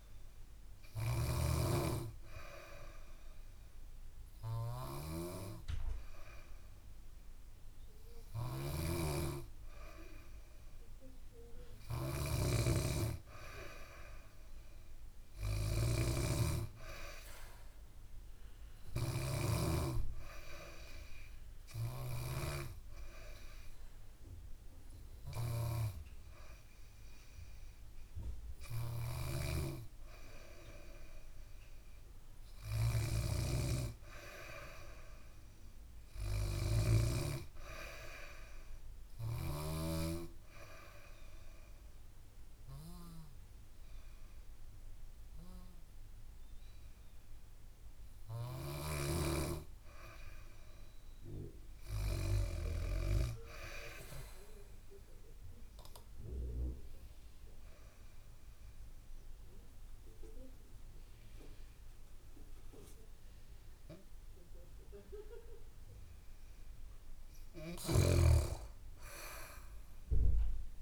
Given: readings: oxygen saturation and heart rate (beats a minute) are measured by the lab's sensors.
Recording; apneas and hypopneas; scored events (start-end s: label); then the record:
breathing in sleep by a room microphone; 3
0.00-1.00 s: snoring (device-marked)
8.00-22.00 s: snoring (device-marked)
20.00-31.00 s: obstructive apnea (oxygen 96% before, 93% lowest, heart rate 70 before, 69 extreme, up 2 after)
28.50-39.50 s: snoring (device-marked)
32.00-35.50 s: arousal
39.00-50.00 s: obstructive apnea (oxygen 96% before, 93% lowest, heart rate 72 before, 66 extreme, up 0 after)
52.00-54.50 s: arousal
56.00-66.00 s: obstructive apnea (oxygen 97% before, 93% lowest, heart rate 71 before, 63 extreme, up 5 after)
59.50-70.50 s: oxygen desaturation (device-marked, oxygen 97% before, 93% lowest, heart rate 71 before, 63 extreme)
69.00-70.82 s: arousal
From the record:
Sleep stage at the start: N2 (light sleep); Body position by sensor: on the back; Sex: female